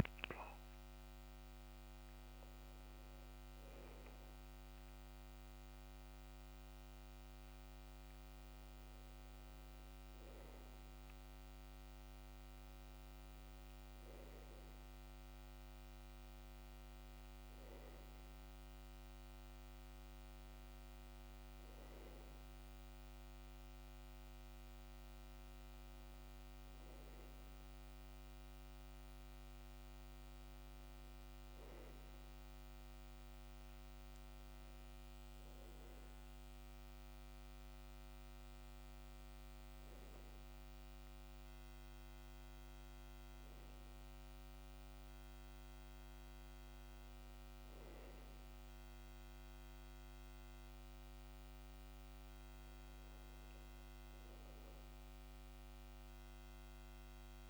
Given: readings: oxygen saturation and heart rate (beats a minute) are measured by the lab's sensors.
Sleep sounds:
breathing in sleep, hard to hear, by a microphone on the trachea; none
0.00-23.50 s: oxygen desaturation (device-marked, oxygen 87% lowest, heart rate 64 extreme)
45.50-57.50 s: new sleep stage, N2 (light sleep)
From the record:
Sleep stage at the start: N1 (lightest sleep); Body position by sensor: on the back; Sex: male

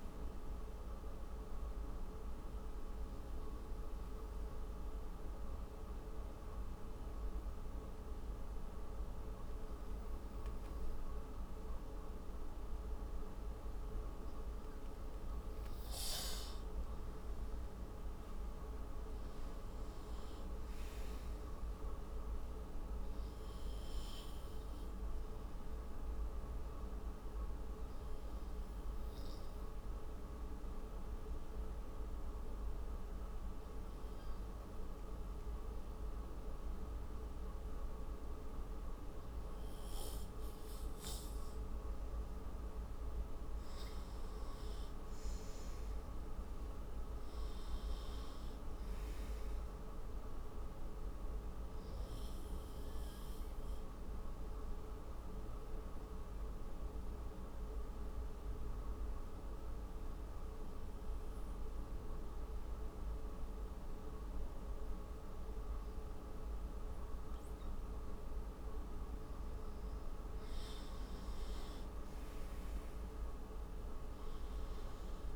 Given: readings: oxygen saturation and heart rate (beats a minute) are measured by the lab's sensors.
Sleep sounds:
breathing in sleep, hard to hear, by a room microphone; 3
0.00-6.50 s: oxygen desaturation (device-marked, oxygen 94% lowest)
1.00-14.00 s: obstructive apnea (oxygen 98% before, 94% lowest)
17.00-20.50 s: arousal
27.00-40.50 s: obstructive apnea (oxygen 99% before, 94% lowest)
43.00-46.50 s: arousal
52.00-70.00 s: mixed apnea (oxygen 97% before, 93% lowest)
57.50-68.50 s: oxygen desaturation (device-marked, oxygen 97% before, 94% lowest)
72.00-75.36 s: arousal
From the record:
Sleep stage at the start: N2 (light sleep); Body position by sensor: on the front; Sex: male

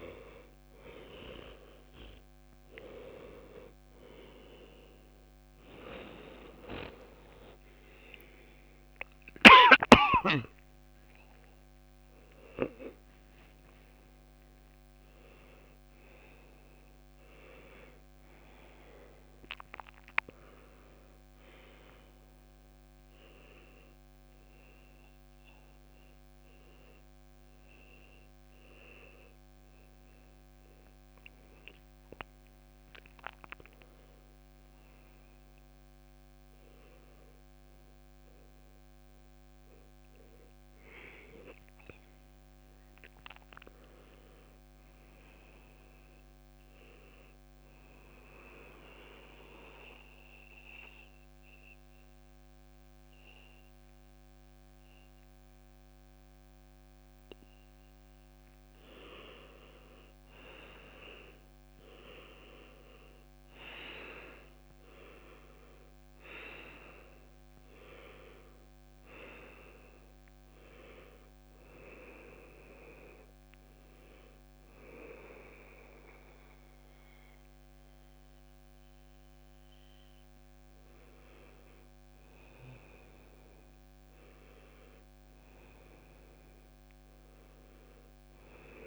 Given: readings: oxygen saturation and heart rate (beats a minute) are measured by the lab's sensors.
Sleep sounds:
a person partly awake in a sleep study, by a microphone on the trachea; 2
30.00-88.87 s: new sleep stage, N1 (lightest sleep)
47.00-58.00 s: central apnea (oxygen 98% before, 89% lowest, heart rate 86 before, 71 extreme, up 3 after)
59.50-63.00 s: arousal
70.00-88.00 s: oxygen desaturation (device-marked, oxygen 96% before, 89% lowest, heart rate 75 before, 70 extreme)
71.50-82.00 s: hypopnea (oxygen 98% before, 89% lowest, heart rate 75 before, 70 extreme, up 3 after)
85.00-88.50 s: arousal
From the record:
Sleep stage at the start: awake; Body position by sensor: on the back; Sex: male

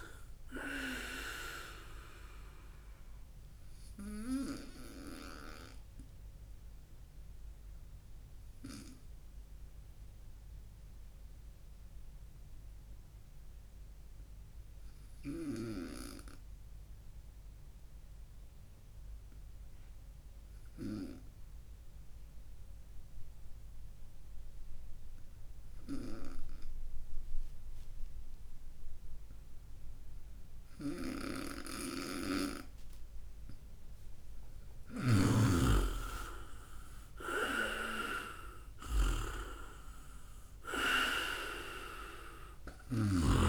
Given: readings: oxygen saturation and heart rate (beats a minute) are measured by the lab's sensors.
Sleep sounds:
breathing in sleep by a room microphone; 1
6.00-32.50 s: obstructive apnea (oxygen 98% before, 95% lowest, heart rate 68 before, 58 extreme, up 4 after)
30.50-43.49 s: snoring (device-marked)
36.00-40.50 s: arousal
From the record:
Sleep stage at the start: N2 (light sleep); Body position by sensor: on the right side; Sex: male

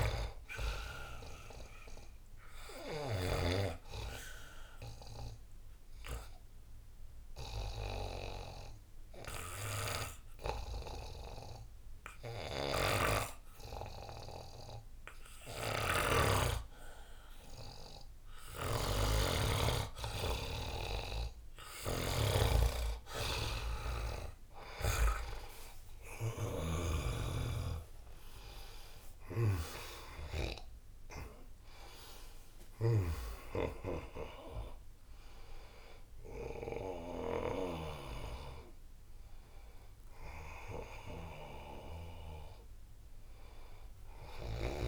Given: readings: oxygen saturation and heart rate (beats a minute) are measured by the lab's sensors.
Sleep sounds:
breathing in sleep by a room microphone; 1
0.00-3.00 s: snoring (device-marked)
2.00-15.50 s: obstructive apnea (oxygen 98% before, 90% lowest, heart rate 78 before, 69 extreme, up 1 after)
12.00-16.00 s: snoring (device-marked)
18.00-26.50 s: snoring (device-marked)
19.50-23.00 s: arousal
20.00-35.00 s: oxygen desaturation (device-marked, oxygen 96% before, 90% lowest, heart rate 78 before, 77 extreme)
From the record:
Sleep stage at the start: N2 (light sleep); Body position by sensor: on the back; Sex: male

